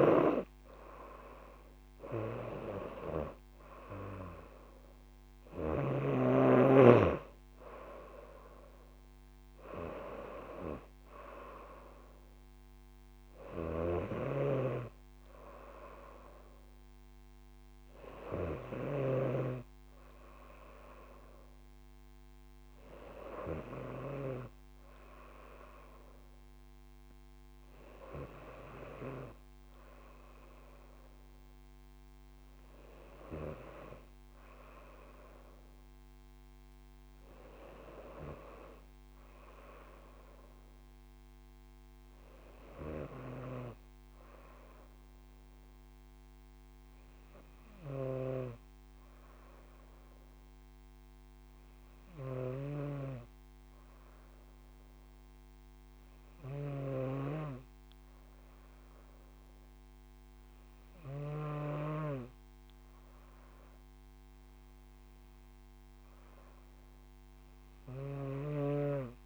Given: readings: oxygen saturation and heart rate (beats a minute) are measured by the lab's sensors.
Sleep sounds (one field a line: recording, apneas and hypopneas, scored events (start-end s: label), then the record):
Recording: breathing in sleep by a microphone on the trachea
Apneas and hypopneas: none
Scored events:
2.00-6.50 s: arousal
14.00-20.00 s: snoring (device-marked)
53.00-57.50 s: snoring (device-marked)
From the record:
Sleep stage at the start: N2 (light sleep)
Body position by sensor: on the front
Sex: female